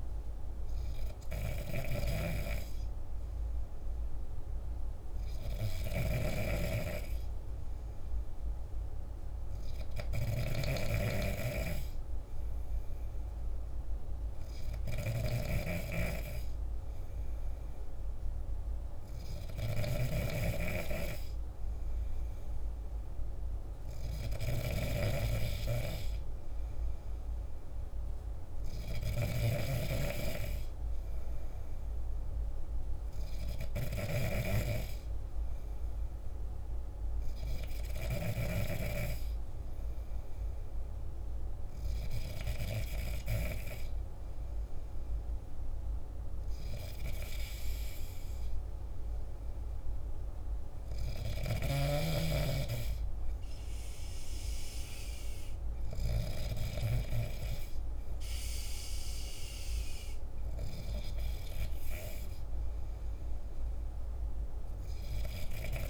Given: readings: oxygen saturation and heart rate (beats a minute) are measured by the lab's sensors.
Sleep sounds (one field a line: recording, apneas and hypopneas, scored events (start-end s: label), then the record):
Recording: breathing in sleep by a room microphone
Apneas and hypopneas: none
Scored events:
1.50-34.00 s: snoring (device-marked)
From the record:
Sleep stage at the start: N2 (light sleep)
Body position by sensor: on the back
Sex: male